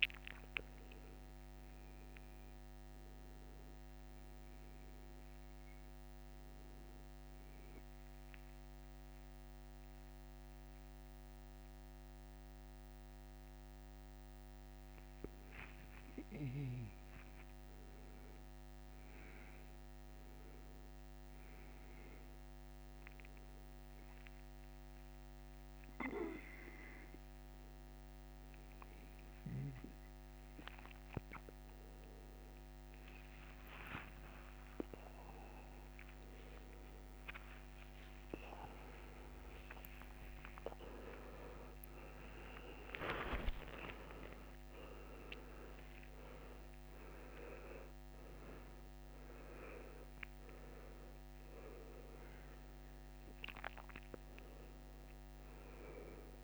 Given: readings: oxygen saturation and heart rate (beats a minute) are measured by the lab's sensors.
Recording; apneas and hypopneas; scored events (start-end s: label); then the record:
a person awake in a sleep study, by a microphone on the trachea; none
40.50-56.44 s: new sleep stage, N1 (lightest sleep)
From the record:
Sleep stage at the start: awake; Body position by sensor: on the back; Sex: male